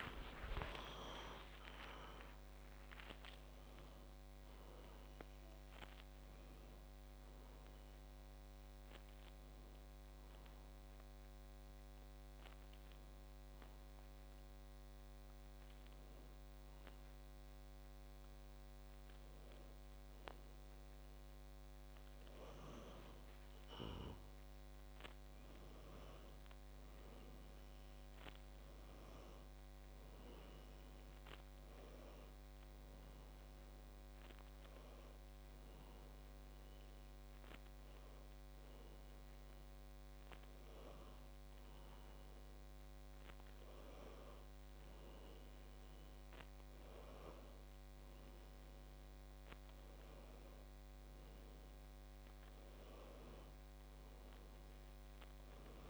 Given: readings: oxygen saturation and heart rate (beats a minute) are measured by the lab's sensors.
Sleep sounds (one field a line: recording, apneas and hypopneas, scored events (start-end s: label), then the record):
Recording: breathing in sleep by a microphone on the trachea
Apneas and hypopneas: none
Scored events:
53.00-55.90 s: new sleep stage, N2 (light sleep)
From the record:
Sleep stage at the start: N1 (lightest sleep)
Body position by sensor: on the back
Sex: female